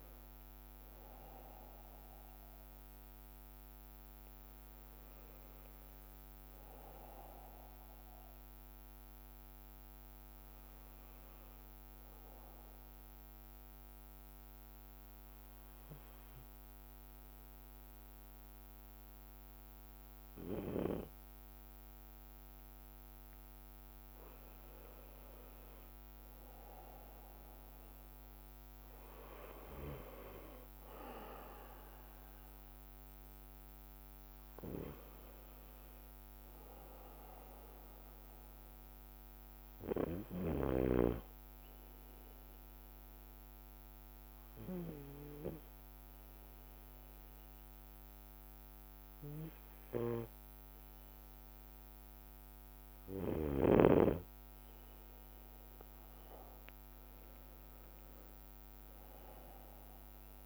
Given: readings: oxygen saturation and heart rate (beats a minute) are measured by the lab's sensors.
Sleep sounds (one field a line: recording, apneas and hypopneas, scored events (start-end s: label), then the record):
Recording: breathing in sleep by a microphone on the trachea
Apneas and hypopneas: 2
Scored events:
0.00-2.50 s: oxygen desaturation (device-marked, oxygen 92% lowest, heart rate 55 extreme)
0.00-23.50 s: bradycardia (device-marked, heart rate 55 extreme)
2.50-5.50 s: arousal
7.50-22.00 s: obstructive apnea (oxygen 96% before, 92% lowest, heart rate 57 before, 56 extreme, up 3 after)
21.50-32.50 s: drop in pulse transit time (device-marked, heart rate 58 before, 58 extreme)
24.00-27.00 s: arousal
26.50-29.50 s: bradycardia (device-marked, heart rate 60 before, 60 extreme)
33.50-35.50 s: long interval between heartbeats (device-marked, heart rate 58 before, 66 extreme)
36.50-58.50 s: bradycardia (device-marked, heart rate 59 before, 56 extreme)
42.50-55.00 s: obstructive apnea (oxygen 94% before, 91% lowest, heart rate 61 before, 54 extreme, up 4 after)
56.50-60.46 s: arousal
From the record:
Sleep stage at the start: N2 (light sleep)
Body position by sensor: on the right side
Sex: male